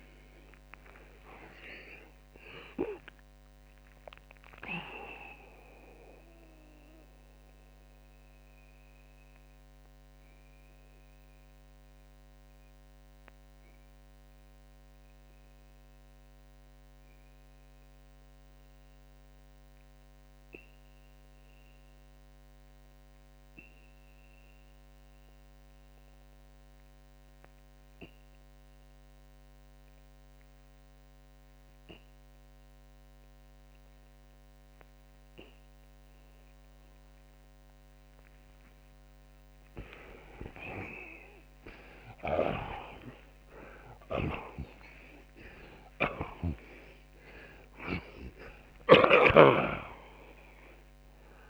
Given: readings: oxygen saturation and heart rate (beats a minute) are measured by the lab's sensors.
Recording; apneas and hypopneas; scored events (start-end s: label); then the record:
breathing in sleep by a microphone on the trachea; 1
2.00-36.00 s: oxygen desaturation (device-marked, oxygen 92% before, 68% lowest)
6.50-38.00 s: mixed apnea (oxygen 93% before, 68% lowest)
41.00-46.00 s: arousal
42.00-46.50 s: snoring (device-marked)
48.00-51.49 s: oxygen desaturation (device-marked, oxygen 92% before, 69% lowest)
From the record:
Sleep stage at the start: REM sleep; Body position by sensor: on the back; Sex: male